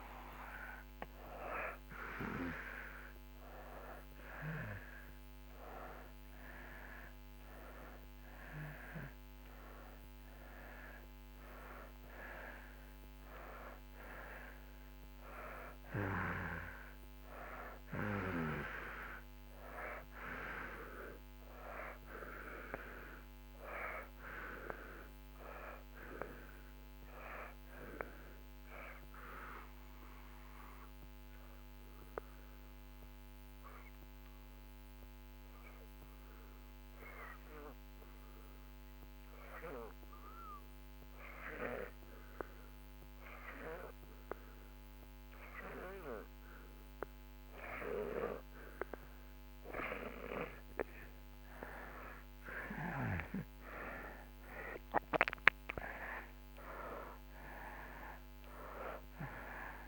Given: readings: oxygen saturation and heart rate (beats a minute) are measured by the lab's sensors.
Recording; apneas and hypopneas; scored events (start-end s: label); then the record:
a person partly awake in a sleep study, by a microphone on the trachea; 1
12.00-36.00 s: oxygen desaturation (device-marked, oxygen 97% before, 89% lowest)
20.00-59.88 s: new sleep stage, N2 (light sleep)
29.00-46.00 s: obstructive apnea (oxygen 97% before, 82% lowest)
53.50-59.00 s: arousal
55.00-59.88 s: oxygen desaturation (device-marked, oxygen 93% before, 88% lowest)
From the record:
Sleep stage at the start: awake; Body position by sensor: on the back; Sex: male